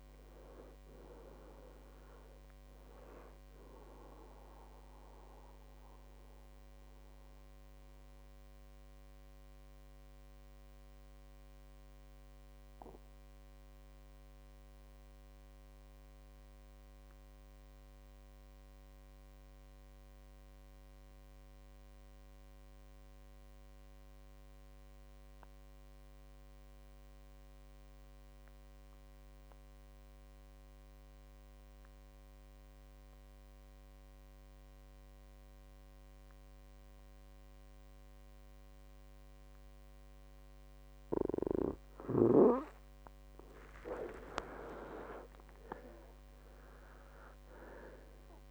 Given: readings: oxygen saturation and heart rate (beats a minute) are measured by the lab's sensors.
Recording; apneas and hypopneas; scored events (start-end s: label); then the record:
breathing in sleep by a microphone on the trachea; 1
0.00-24.00 s: oxygen desaturation (device-marked, oxygen 89% lowest, heart rate 59 extreme)
5.00-44.00 s: mixed apnea (oxygen 99% before, 88% lowest, heart rate 73 before, 59 extreme, up 19 after)
37.00-48.50 s: oxygen desaturation (device-marked, oxygen 99% before, 88% lowest, heart rate 61 before, 58 extreme)
45.00-48.50 s: arousal
From the record:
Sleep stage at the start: N2 (light sleep); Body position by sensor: on the back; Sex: male